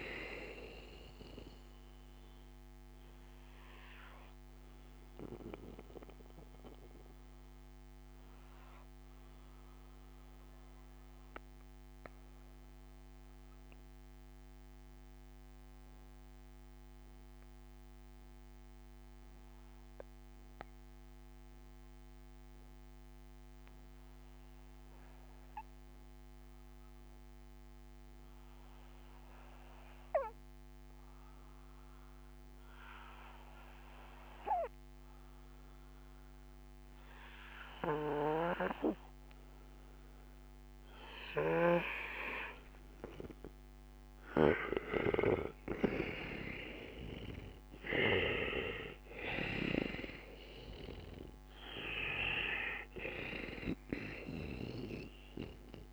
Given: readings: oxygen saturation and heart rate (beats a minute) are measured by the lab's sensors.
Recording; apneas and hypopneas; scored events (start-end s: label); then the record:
breathing in sleep by a microphone on the trachea; 1
0.00-21.00 s: oxygen desaturation (device-marked, oxygen 84% lowest, heart rate 55 extreme)
3.00-40.50 s: obstructive apnea (oxygen 98% before, 82% lowest, heart rate 63 before, 55 extreme, up 6 after)
38.00-55.93 s: oxygen desaturation (device-marked, oxygen 97% before, 82% lowest, heart rate 67 before, 58 extreme)
42.00-46.50 s: arousal
From the record:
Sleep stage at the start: N2 (light sleep); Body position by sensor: on the back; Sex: male